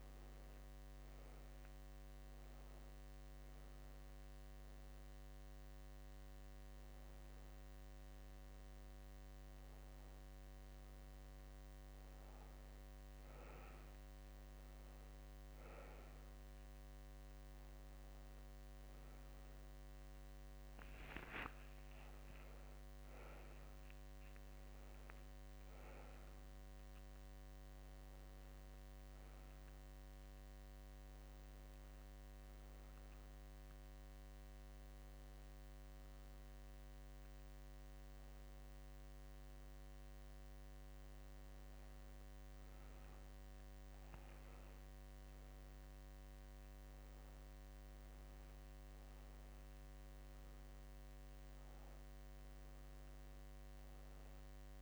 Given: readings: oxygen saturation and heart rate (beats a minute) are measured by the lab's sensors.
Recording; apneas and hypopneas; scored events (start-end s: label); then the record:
breathing in sleep, hard to hear, by a microphone on the trachea; none
none scored
From the record:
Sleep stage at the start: N2 (light sleep); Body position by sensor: on the back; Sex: female